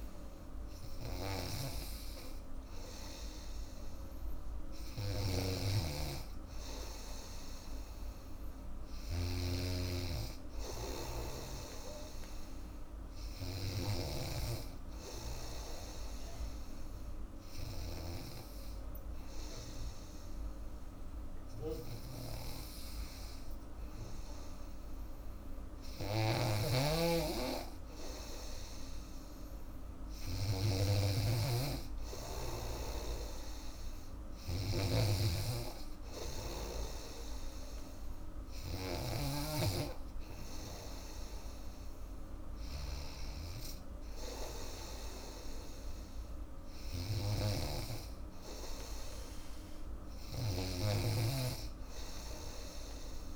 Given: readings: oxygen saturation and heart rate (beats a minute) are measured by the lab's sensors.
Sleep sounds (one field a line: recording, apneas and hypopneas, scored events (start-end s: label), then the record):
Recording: breathing in sleep by a room microphone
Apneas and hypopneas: 1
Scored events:
0.00-53.36 s: snoring (device-marked)
16.00-28.50 s: hypopnea (oxygen 97% before, 93% lowest, heart rate 87 before, 83 extreme, up 4 after)
30.00-33.50 s: arousal
47.50-51.00 s: arousal
From the record:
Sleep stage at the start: N2 (light sleep)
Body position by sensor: on the back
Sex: female